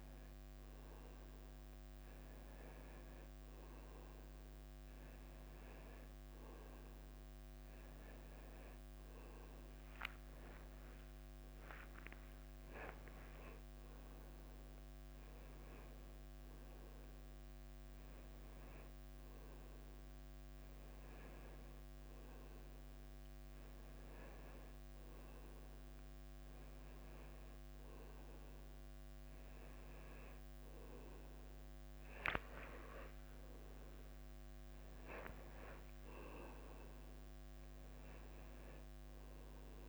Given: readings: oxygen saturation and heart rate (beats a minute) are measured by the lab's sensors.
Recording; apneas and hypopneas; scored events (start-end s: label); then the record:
a person awake in a sleep study, by a microphone on the trachea; none
4.50-34.50 s: new sleep stage, awake
10.50-18.50 s: tachycardia (device-marked, heart rate 99 before, 102 extreme)
34.50-39.89 s: new sleep stage, N1 (lightest sleep)
From the record:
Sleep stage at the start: N1 (lightest sleep); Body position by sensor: on the right side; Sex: male